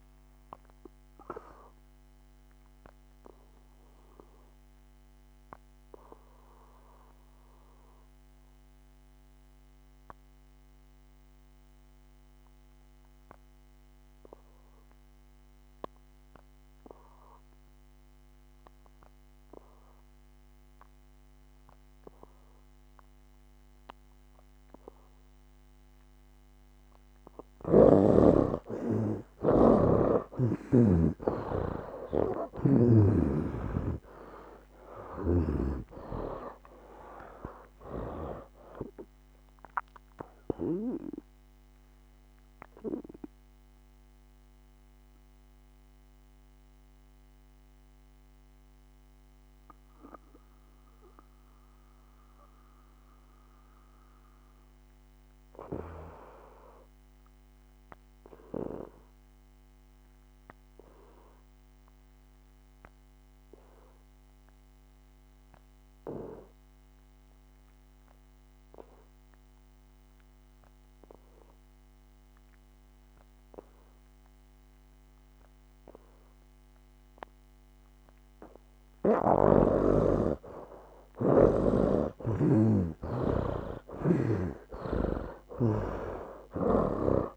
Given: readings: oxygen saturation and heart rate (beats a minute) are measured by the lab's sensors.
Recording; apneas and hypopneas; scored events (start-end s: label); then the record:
breathing in sleep by a microphone on the trachea; 2
0.00-20.50 s: oxygen desaturation (device-marked, oxygen 73% lowest, heart rate 64 extreme)
0.50-27.50 s: obstructive apnea (oxygen 99% before, 73% lowest, heart rate 72 before, 64 extreme, up 12 after)
25.50-64.50 s: oxygen desaturation (device-marked, oxygen 98% before, 75% lowest, heart rate 68 before, 66 extreme)
31.50-36.50 s: arousal
40.50-79.00 s: mixed apnea (oxygen 98% before, 75% lowest, heart rate 72 before, 66 extreme, up 10 after)
71.50-87.36 s: oxygen desaturation (device-marked, oxygen 99% before, 75% lowest, heart rate 71 before, 63 extreme)
82.50-86.50 s: arousal
From the record:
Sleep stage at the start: N2 (light sleep); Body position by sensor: on the back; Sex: male